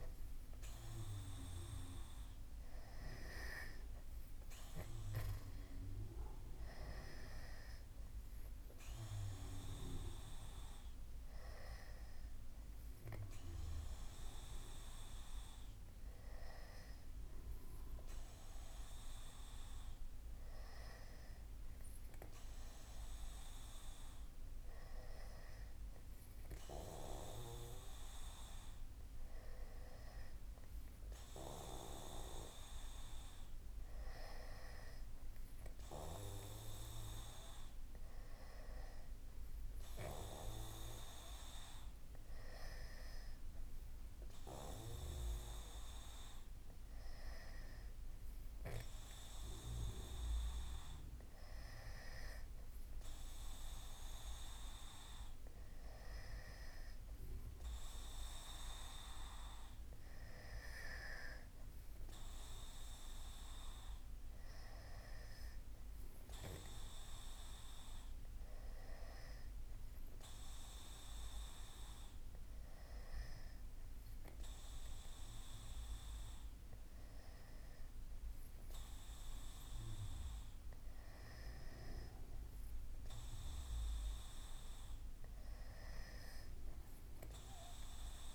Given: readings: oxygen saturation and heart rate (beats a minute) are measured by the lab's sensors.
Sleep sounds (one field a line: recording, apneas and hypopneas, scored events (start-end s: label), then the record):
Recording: breathing in sleep by a room microphone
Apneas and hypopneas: none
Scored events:
none scored
From the record:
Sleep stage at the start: N2 (light sleep)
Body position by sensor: on the back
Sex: male